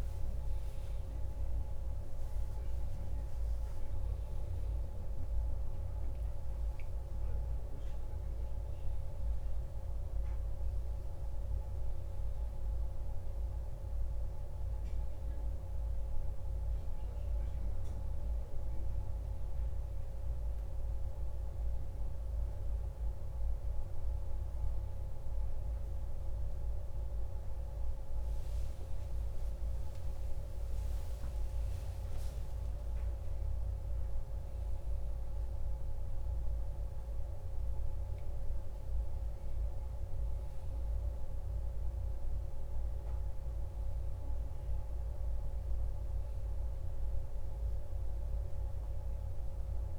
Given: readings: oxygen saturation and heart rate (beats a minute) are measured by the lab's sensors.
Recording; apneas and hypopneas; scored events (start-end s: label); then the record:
breathing in sleep, hard to hear, by a room microphone; none
43.50-49.99 s: new sleep stage, awake
From the record:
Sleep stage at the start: N1 (lightest sleep); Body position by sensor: on the back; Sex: male